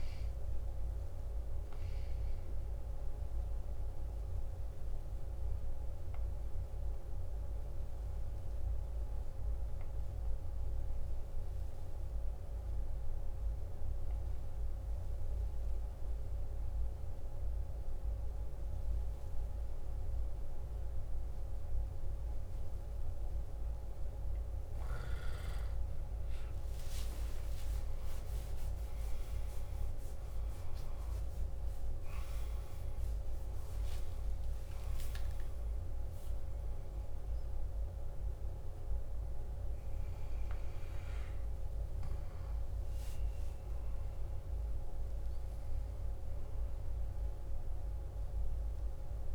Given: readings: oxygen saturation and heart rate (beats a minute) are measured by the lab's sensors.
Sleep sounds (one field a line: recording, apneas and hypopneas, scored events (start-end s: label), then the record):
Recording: breathing in sleep, hard to hear, by a room microphone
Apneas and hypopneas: 1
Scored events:
0.00-8.50 s: oxygen desaturation (device-marked, oxygen 93% lowest, heart rate 55 extreme)
0.50-49.35 s: new sleep stage, N2 (light sleep)
2.50-23.50 s: obstructive apnea (oxygen 99% before, 92% lowest, heart rate 62 before, 55 extreme, up 13 after)
23.50-37.50 s: oxygen desaturation (device-marked, oxygen 97% before, 93% lowest, heart rate 56 before, 52 extreme)
26.00-30.50 s: arousal
From the record:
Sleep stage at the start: N1 (lightest sleep)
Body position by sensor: on the back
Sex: male